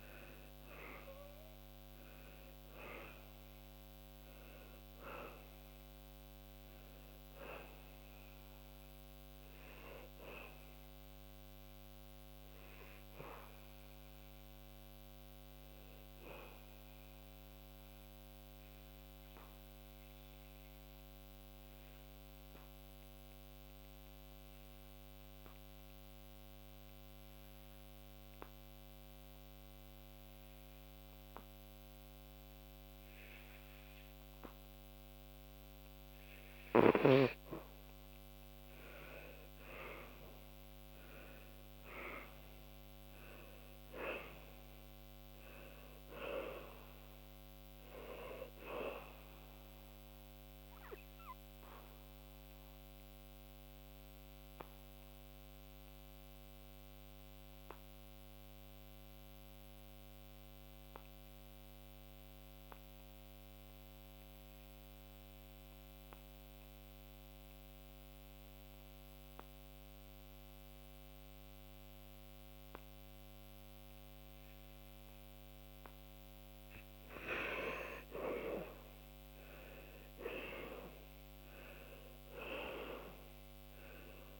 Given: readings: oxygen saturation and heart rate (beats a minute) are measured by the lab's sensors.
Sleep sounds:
breathing in sleep by a microphone on the trachea; 2
0.00-1.50 s: arousal
0.00-23.50 s: oxygen desaturation (device-marked, oxygen 87% lowest, heart rate 69 extreme)
16.50-37.50 s: obstructive apnea (oxygen 94% before, 82% lowest, heart rate 80 before, 69 extreme, up 10 after)
36.50-60.50 s: oxygen desaturation (device-marked, oxygen 98% before, 86% lowest, heart rate 74 before, 66 extreme)
39.50-43.00 s: arousal
52.50-76.00 s: obstructive apnea (oxygen 98% before, 82% lowest, heart rate 75 before, 66 extreme, up 12 after)
75.50-84.40 s: oxygen desaturation (device-marked, oxygen 98% before, 82% lowest, heart rate 73 before, 67 extreme)
79.00-83.00 s: arousal
From the record:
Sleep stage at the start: N2 (light sleep); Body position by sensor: on the back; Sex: male

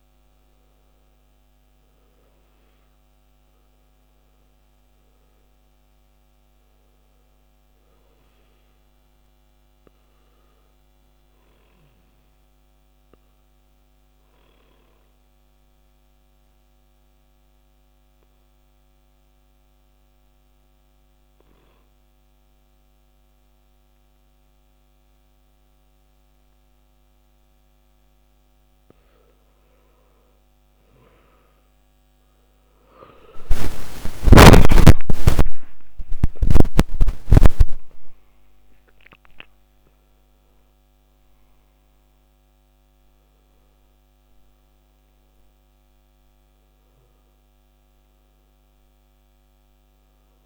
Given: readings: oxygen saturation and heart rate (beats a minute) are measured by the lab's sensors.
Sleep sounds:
breathing in sleep by a microphone on the trachea; 1
14.50-29.50 s: obstructive apnea (oxygen 95% before, 90% lowest, heart rate 64 before, 55 extreme, up 24 after)
22.50-50.46 s: new sleep stage, N1 (lightest sleep)
32.50-38.50 s: arousal
From the record:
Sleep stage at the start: N2 (light sleep); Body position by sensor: on the back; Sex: male

